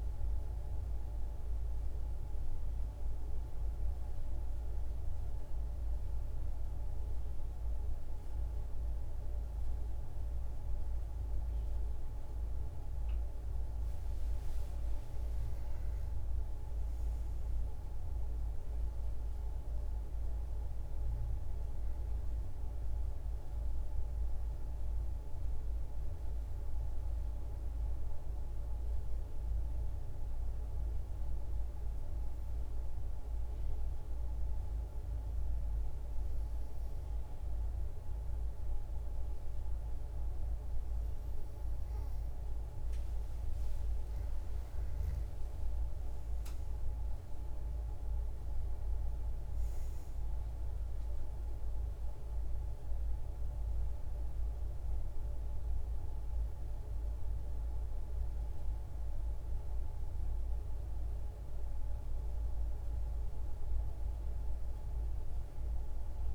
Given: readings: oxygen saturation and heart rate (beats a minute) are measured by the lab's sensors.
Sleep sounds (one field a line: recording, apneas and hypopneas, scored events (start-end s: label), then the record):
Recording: breathing in sleep, hard to hear, by a room microphone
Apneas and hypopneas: 1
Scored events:
16.50-20.50 s: arousal
27.00-39.50 s: hypopnea (oxygen 96% before, 92% lowest, heart rate 66 before, 60 extreme, up 49 after)
43.00-47.00 s: arousal
48.00-58.00 s: oxygen desaturation (device-marked, oxygen 95% before, 92% lowest, heart rate 78 before, 54 extreme)
From the record:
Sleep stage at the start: N2 (light sleep)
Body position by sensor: on the back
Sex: female